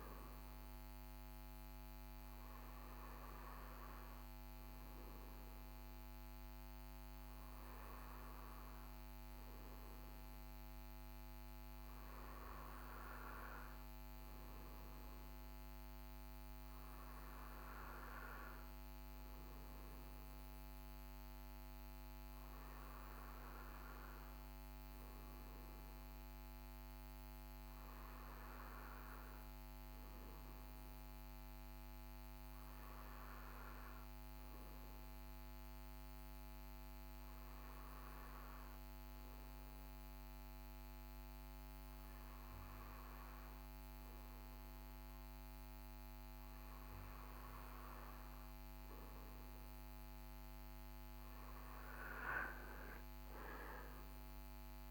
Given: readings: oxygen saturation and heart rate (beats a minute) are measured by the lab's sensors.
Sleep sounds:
breathing in sleep, hard to hear, by a microphone on the trachea; none
none scored
From the record:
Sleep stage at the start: N1 (lightest sleep); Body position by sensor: on the right side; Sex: male

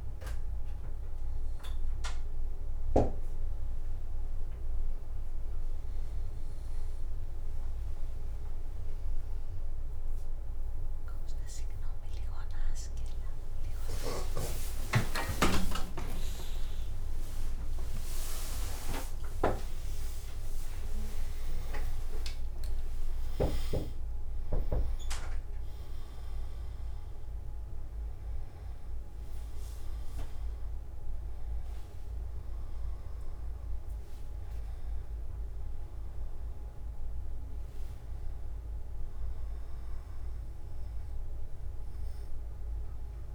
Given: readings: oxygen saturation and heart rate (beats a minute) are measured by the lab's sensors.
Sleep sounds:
breathing in sleep by a room microphone; none
12.50-43.35 s: new sleep stage, N3 (deep sleep)
From the record:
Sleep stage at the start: N2 (light sleep); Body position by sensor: on the back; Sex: male

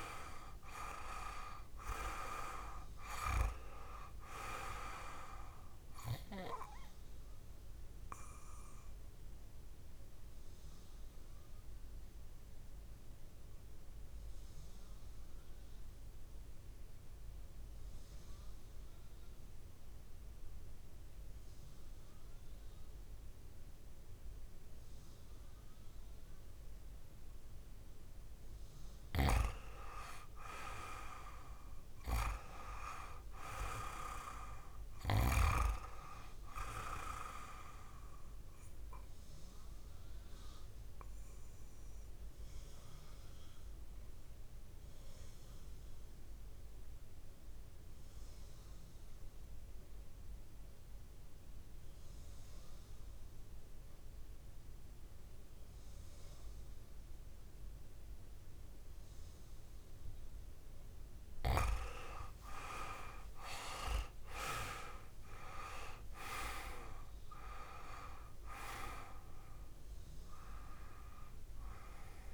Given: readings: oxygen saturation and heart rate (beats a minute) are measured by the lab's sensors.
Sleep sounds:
breathing in sleep by a room microphone; 2
0.00-2.50 s: arousal
0.00-19.00 s: oxygen desaturation (device-marked, oxygen 90% lowest, heart rate 56 extreme)
8.00-28.50 s: obstructive apnea (oxygen 99% before, 90% lowest, heart rate 61 before, 55 extreme, up 5 after)
30.50-34.50 s: arousal
37.00-49.00 s: oxygen desaturation (device-marked, oxygen 97% before, 93% lowest, heart rate 58 before, 55 extreme)
39.50-60.50 s: obstructive apnea (oxygen 98% before, 91% lowest, heart rate 58 before, 53 extreme, up 12 after)
62.00-72.34 s: oxygen desaturation (device-marked, oxygen 98% before, 91% lowest, heart rate 56 before, 53 extreme)
62.50-68.00 s: arousal
From the record:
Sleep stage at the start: N2 (light sleep); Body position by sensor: on the back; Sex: male

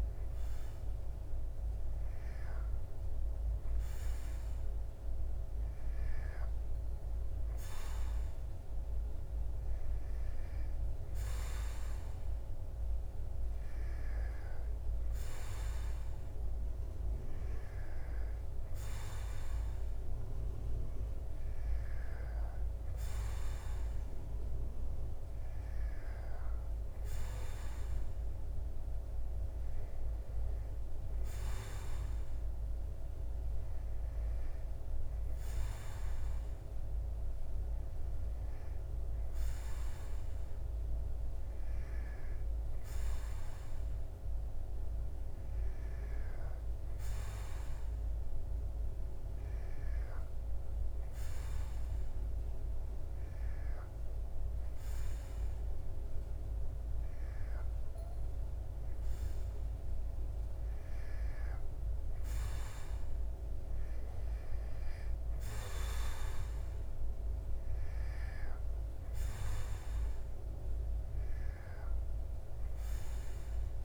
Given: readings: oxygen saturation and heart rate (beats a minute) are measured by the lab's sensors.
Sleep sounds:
breathing in sleep, hard to hear, by a room microphone; none
none scored
From the record:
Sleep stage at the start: N2 (light sleep); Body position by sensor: on the back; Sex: male

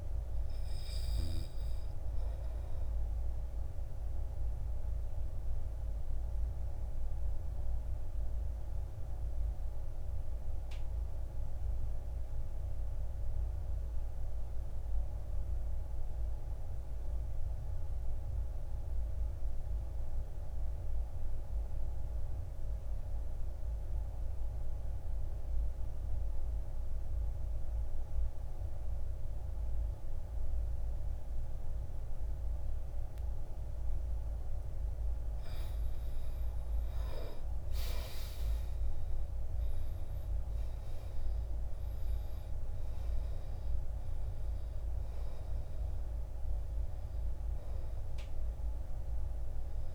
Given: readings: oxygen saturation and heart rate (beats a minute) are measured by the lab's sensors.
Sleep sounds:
breathing in sleep, hard to hear, by a room microphone; 1
0.00-18.00 s: oxygen desaturation (device-marked, oxygen 76% lowest, heart rate 56 extreme)
4.00-34.00 s: obstructive apnea (oxygen 97% before, 76% lowest, heart rate 70 before, 54 extreme, up 12 after)
34.00-49.95 s: oxygen desaturation (device-marked, oxygen 98% before, 77% lowest, heart rate 59 before, 52 extreme)
36.00-41.00 s: arousal
From the record:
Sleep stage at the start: N2 (light sleep); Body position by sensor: on the back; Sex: male

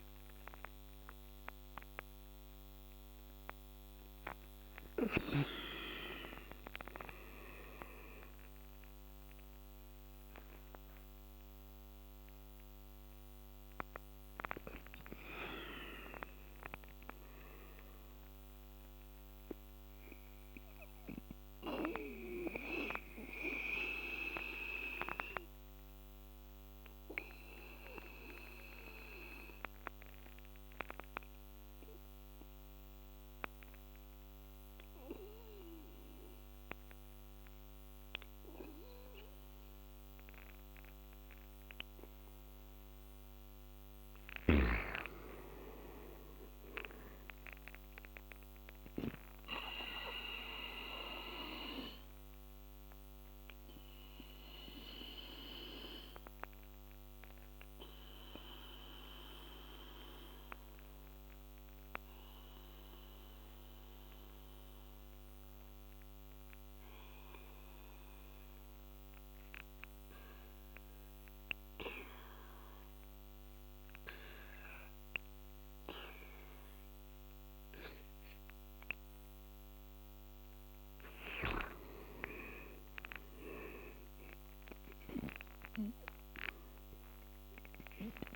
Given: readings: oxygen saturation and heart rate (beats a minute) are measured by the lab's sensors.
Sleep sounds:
breathing in sleep by a microphone on the trachea; 2
19.50-30.50 s: oxygen desaturation (device-marked, oxygen 98% before, 88% lowest, heart rate 83 before, 74 extreme)
19.50-41.50 s: obstructive apnea (oxygen 98% before, 87% lowest, heart rate 83 before, 74 extreme, up 6 after)
43.50-47.00 s: arousal
44.50-71.50 s: oxygen desaturation (device-marked, oxygen 100% before, 87% lowest, heart rate 78 before, 73 extreme)
53.00-77.50 s: obstructive apnea (oxygen 100% before, 87% lowest, heart rate 79 before, 73 extreme, up 5 after)
79.50-84.00 s: arousal
From the record:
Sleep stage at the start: N2 (light sleep); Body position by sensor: on the back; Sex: male

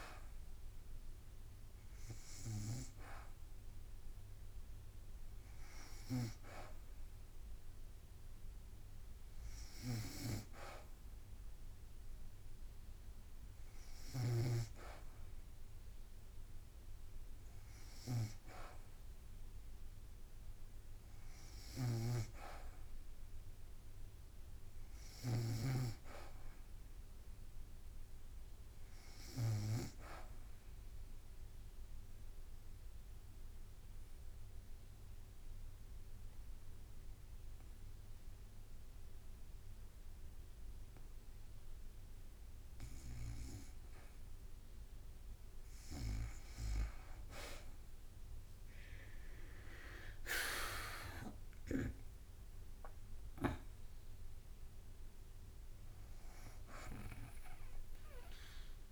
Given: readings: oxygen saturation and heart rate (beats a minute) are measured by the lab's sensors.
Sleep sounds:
breathing in sleep by a room microphone; 1
0.00-2.00 s: oxygen desaturation (device-marked, oxygen 95% before, 92% lowest, heart rate 55 before, 55 extreme)
11.00-18.00 s: oxygen desaturation (device-marked, oxygen 94% before, 85% lowest, heart rate 57 before, 58 extreme)
21.50-25.50 s: snoring (device-marked)
32.00-43.00 s: obstructive apnea (oxygen 95% before, 83% lowest, heart rate 58 before, 57 extreme, up 1 after)
49.00-53.00 s: arousal
53.00-58.92 s: drop in pulse transit time (device-marked, heart rate 59 before, 58 extreme)
54.00-58.92 s: oxygen desaturation (device-marked, oxygen 95% before, 83% lowest, heart rate 59 before, 55 extreme)
From the record:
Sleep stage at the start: N2 (light sleep); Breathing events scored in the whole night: 102 in 6.1 hours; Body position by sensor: on the back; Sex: female

